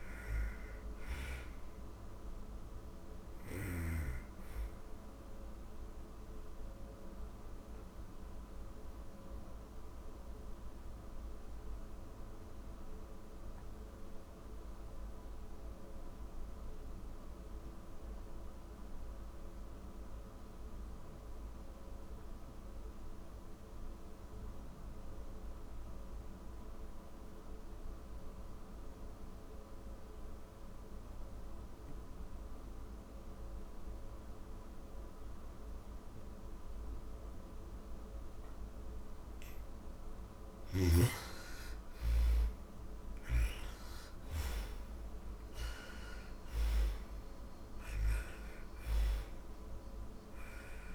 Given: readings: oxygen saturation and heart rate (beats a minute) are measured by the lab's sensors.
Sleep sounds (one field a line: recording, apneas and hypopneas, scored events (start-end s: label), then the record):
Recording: breathing in sleep by a room microphone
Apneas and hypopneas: 1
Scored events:
0.00-18.00 s: oxygen desaturation (device-marked, oxygen 88% lowest)
7.00-36.00 s: obstructive apnea (oxygen 98% before, 84% lowest)
32.00-50.95 s: oxygen desaturation (device-marked, oxygen 99% before, 84% lowest)
38.50-44.00 s: arousal
39.00-43.00 s: snoring (device-marked)
From the record:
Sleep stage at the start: N2 (light sleep)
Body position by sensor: on the back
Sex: female